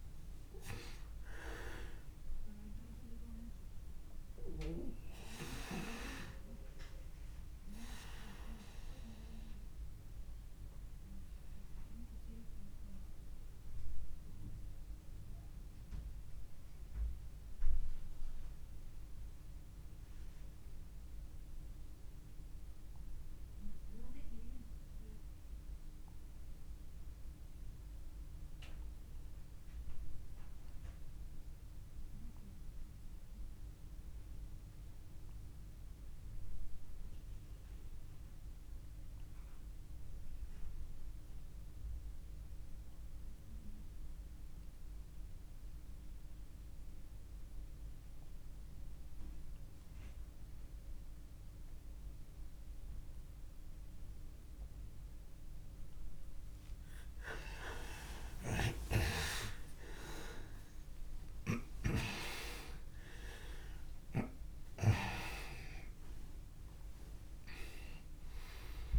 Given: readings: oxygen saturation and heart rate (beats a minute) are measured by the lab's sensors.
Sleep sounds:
breathing in sleep by a room microphone; 1
0.00-24.50 s: oxygen desaturation (device-marked, oxygen 90% lowest, heart rate 25 extreme)
4.00-55.50 s: obstructive apnea (oxygen 99% before, 82% lowest, heart rate 65 before, 25 extreme, up 25 after)
40.50-68.99 s: oxygen desaturation (device-marked, oxygen 99% before, 82% lowest, heart rate 48 before, 35 extreme)
57.50-61.00 s: arousal
From the record:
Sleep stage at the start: N2 (light sleep); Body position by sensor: on the back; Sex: male

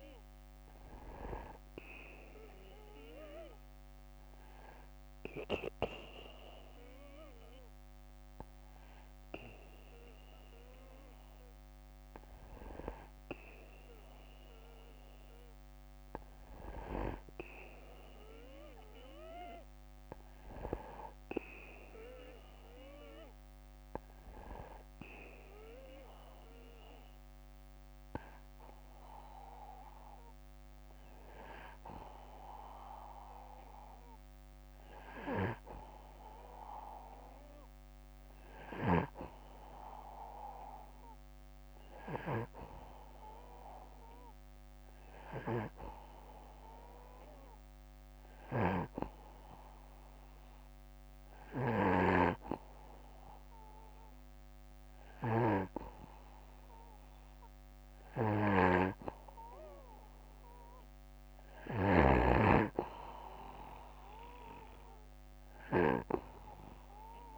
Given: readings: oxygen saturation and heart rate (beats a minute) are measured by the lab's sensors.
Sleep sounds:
breathing in sleep by a microphone on the trachea; none
0.00-1.50 s: arousal
44.50-65.50 s: snoring (device-marked)
From the record:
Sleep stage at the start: N2 (light sleep); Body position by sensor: on the back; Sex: male

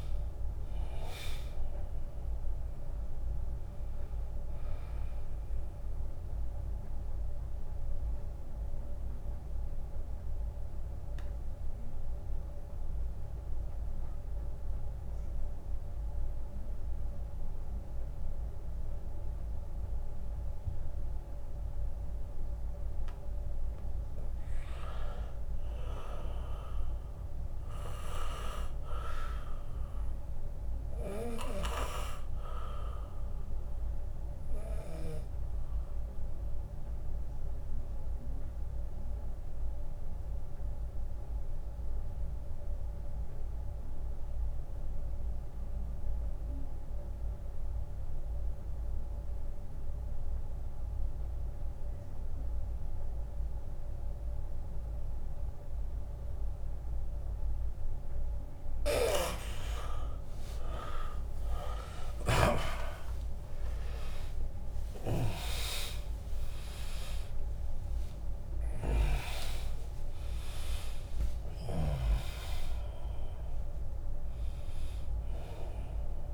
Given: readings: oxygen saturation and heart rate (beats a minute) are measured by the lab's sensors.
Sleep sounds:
breathing in sleep by a room microphone; 2
0.00-3.00 s: drop in pulse transit time (device-marked, heart rate 80 extreme)
0.00-14.00 s: oxygen desaturation (device-marked, oxygen 87% lowest, heart rate 66 extreme)
5.50-24.00 s: obstructive apnea (oxygen 100% before, 79% lowest, heart rate 84 before, 66 extreme, up 5 after)
26.00-29.00 s: arousal
31.00-46.00 s: oxygen desaturation (device-marked, oxygen 100% before, 90% lowest, heart rate 78 before, 66 extreme)
31.50-33.50 s: long interval between heartbeats (device-marked, heart rate 78 before, 73 extreme)
36.50-57.50 s: obstructive apnea (oxygen 100% before, 79% lowest, heart rate 76 before, 66 extreme, up 31 after)
57.00-76.34 s: oxygen desaturation (device-marked, oxygen 98% before, 79% lowest, heart rate 74 before, 69 extreme)
60.00-65.00 s: arousal
62.00-64.00 s: long interval between heartbeats (device-marked, heart rate 73 before, 81 extreme)
64.00-66.00 s: long interval between heartbeats (device-marked, heart rate 73 before, 89 extreme)
64.00-76.34 s: drop in pulse transit time (device-marked, heart rate 73 before, 82 extreme)
From the record:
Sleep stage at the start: N2 (light sleep); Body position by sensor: on the back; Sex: male

